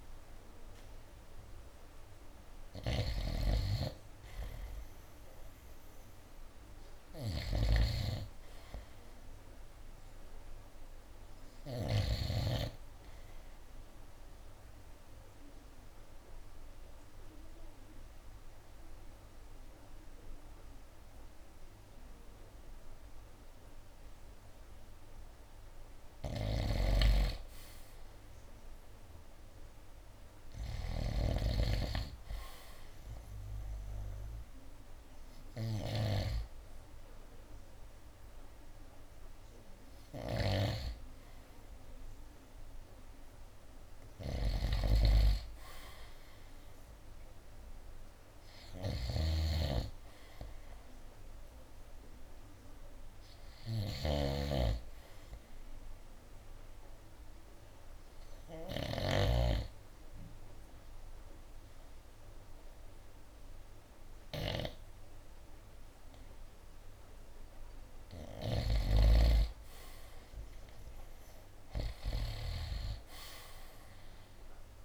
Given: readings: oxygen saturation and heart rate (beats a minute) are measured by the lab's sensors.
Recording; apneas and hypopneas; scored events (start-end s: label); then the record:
breathing in sleep by a room microphone; 2
2.50-12.00 s: snoring (device-marked)
9.50-23.50 s: oxygen desaturation (device-marked, oxygen 96% before, 90% lowest, heart rate 69 before, 65 extreme)
13.50-25.50 s: obstructive apnea (oxygen 96% before, 87% lowest, heart rate 71 before, 65 extreme, up 5 after)
26.50-31.50 s: snoring (device-marked)
28.50-32.00 s: arousal
29.50-40.50 s: drop in pulse transit time (device-marked, heart rate 70 before, 68 extreme)
38.50-52.50 s: oxygen desaturation (device-marked, oxygen 94% before, 87% lowest, heart rate 69 before, 66 extreme)
49.00-59.50 s: snoring (device-marked)
55.50-67.50 s: hypopnea (oxygen 95% before, 88% lowest, heart rate 72 before, 66 extreme, up 9 after)
From the record:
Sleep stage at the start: N2 (light sleep); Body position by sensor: on the right side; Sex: male